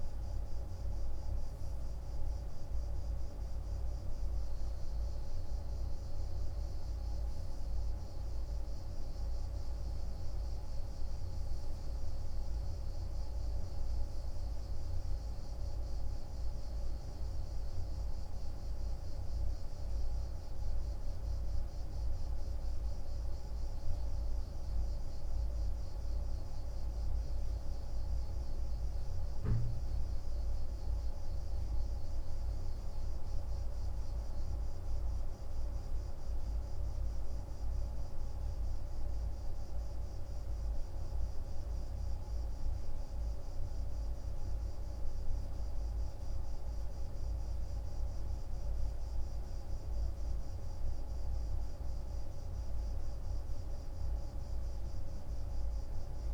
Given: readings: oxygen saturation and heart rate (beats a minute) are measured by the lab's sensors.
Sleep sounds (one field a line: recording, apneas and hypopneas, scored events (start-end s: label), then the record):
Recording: breathing in sleep, hard to hear, by a room microphone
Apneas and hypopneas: none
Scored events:
none scored
From the record:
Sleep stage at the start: N2 (light sleep)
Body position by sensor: on the right side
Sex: male